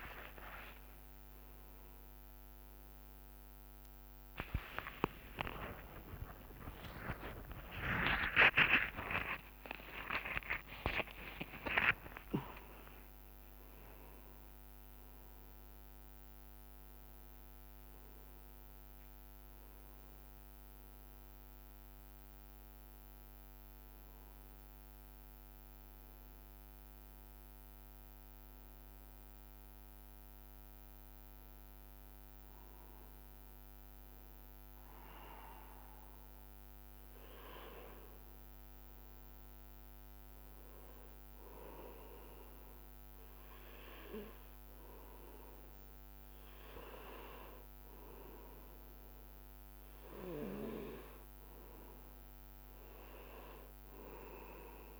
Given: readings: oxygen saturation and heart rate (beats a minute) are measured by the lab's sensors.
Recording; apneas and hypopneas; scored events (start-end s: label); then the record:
a person awake in a sleep study, by a microphone on the trachea; none
2.50-32.50 s: new sleep stage, awake
6.00-8.00 s: long interval between heartbeats (device-marked, heart rate 69 before, 25 extreme)
9.00-11.00 s: long interval between heartbeats (device-marked, heart rate 63 before, 74 extreme)
9.50-16.50 s: tachycardia (device-marked, heart rate 70 before, 119 extreme)
12.50-14.50 s: long interval between heartbeats (device-marked, heart rate 65 before, 118 extreme)
32.50-55.00 s: new sleep stage, N2 (light sleep)
From the record:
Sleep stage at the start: N2 (light sleep); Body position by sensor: on the back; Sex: male